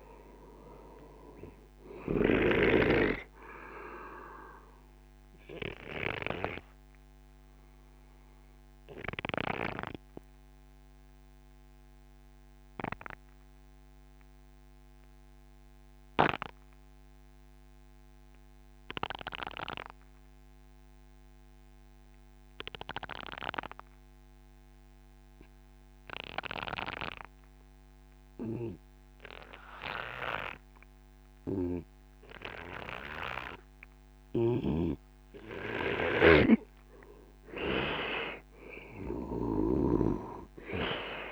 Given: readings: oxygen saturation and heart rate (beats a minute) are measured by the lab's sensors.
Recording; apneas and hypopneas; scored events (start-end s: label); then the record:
breathing in sleep by a microphone on the trachea; 1
0.00-2.50 s: snoring (device-marked)
0.00-22.00 s: oxygen desaturation (device-marked, oxygen 93% lowest, heart rate 53 extreme)
4.00-34.00 s: obstructive apnea (oxygen 98% before, 92% lowest, heart rate 56 before, 53 extreme, up 0 after)
34.00-41.32 s: snoring (device-marked)
36.00-41.32 s: oxygen desaturation (device-marked, oxygen 97% before, 92% lowest, heart rate 64 before, 45 extreme)
37.50-41.00 s: arousal
From the record:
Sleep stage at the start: N2 (light sleep); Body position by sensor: on the right side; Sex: male